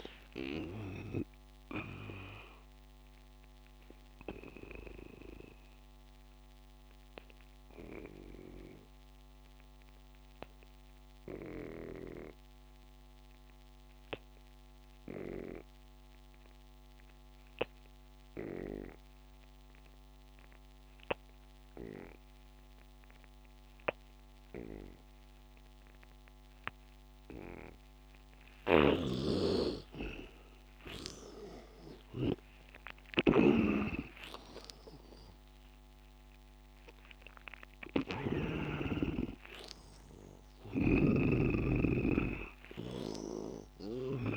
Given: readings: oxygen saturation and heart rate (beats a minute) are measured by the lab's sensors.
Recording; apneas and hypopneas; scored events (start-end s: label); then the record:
breathing in sleep by a microphone on the trachea; 1
0.00-8.00 s: oxygen desaturation (device-marked, oxygen 81% lowest, heart rate 78 extreme)
1.00-28.00 s: obstructive apnea (oxygen 99% before, 80% lowest, heart rate 93 before, 78 extreme, up 8 after)
22.00-44.37 s: oxygen desaturation (device-marked, oxygen 99% before, 80% lowest, heart rate 89 before, 86 extreme)
33.50-41.50 s: snoring (device-marked)
34.00-38.50 s: arousal
From the record:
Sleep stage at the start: N2 (light sleep); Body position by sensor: on the back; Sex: male